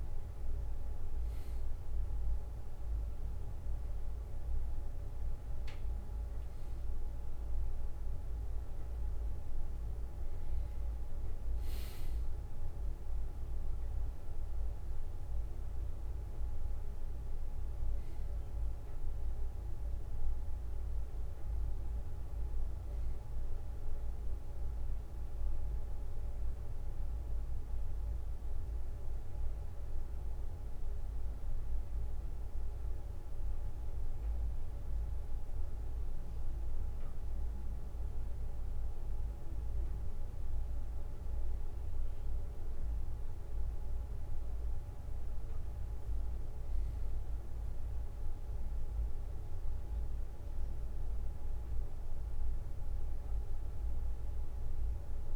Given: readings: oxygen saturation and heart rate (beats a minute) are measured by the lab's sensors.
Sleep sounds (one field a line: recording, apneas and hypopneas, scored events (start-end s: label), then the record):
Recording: breathing in sleep, hard to hear, by a room microphone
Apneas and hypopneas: none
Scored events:
10.00-55.36 s: new sleep stage, N2 (light sleep)
From the record:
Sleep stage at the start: N1 (lightest sleep)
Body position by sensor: on the back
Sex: male